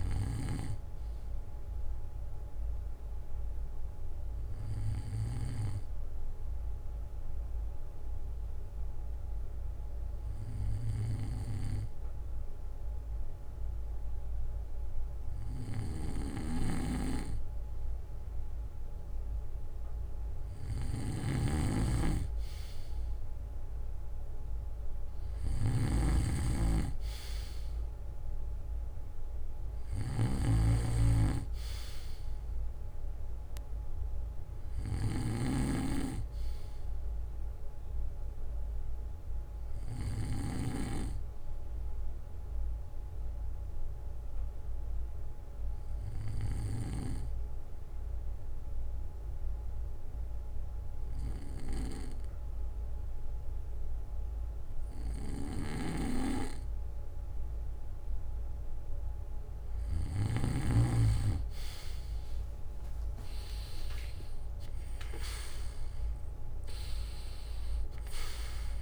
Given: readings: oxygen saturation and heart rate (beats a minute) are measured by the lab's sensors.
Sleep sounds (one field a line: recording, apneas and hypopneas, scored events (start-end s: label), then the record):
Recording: breathing in sleep by a room microphone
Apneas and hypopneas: 2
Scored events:
1.00-3.00 s: bradycardia (device-marked, heart rate 64 before, 60 extreme)
5.50-16.50 s: obstructive apnea (oxygen 96% before, 93% lowest, heart rate 64 before, 56 extreme, up 10 after)
11.00-13.00 s: bradycardia (device-marked, heart rate 64 before, 60 extreme)
16.00-35.50 s: snoring (device-marked)
19.00-22.50 s: arousal
42.00-55.50 s: obstructive apnea (oxygen 96% before, 93% lowest, heart rate 63 before, 57 extreme, up 10 after)
47.00-49.00 s: bradycardia (device-marked, heart rate 64 before, 57 extreme)
62.00-66.00 s: arousal
From the record:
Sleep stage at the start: N2 (light sleep)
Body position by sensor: on the back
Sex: male